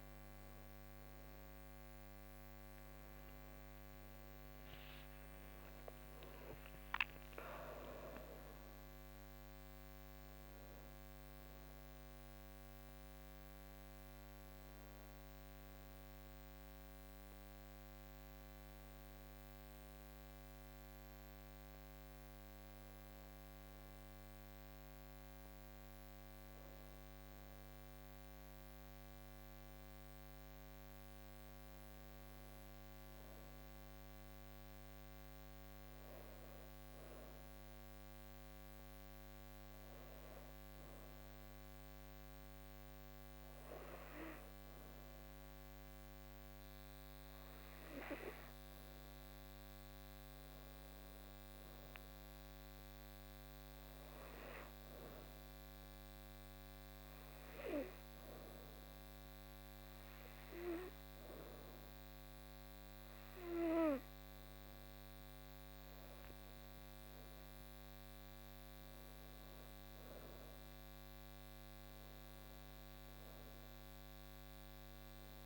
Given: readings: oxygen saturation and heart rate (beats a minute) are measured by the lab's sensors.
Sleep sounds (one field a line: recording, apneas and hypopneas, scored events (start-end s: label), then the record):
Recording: breathing in sleep by a microphone on the trachea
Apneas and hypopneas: 1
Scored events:
0.00-28.00 s: oxygen desaturation (device-marked, oxygen 88% lowest, heart rate 74 extreme)
5.00-9.00 s: arousal
54.00-66.00 s: hypopnea (oxygen 98% before, 90% lowest, heart rate 79 before, 74 extreme, up 3 after)
68.00-71.00 s: arousal
74.00-75.46 s: oxygen desaturation (device-marked, oxygen 95% before, 92% lowest, heart rate 82 before, 74 extreme)
From the record:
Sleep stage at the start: N2 (light sleep)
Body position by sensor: on the back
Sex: female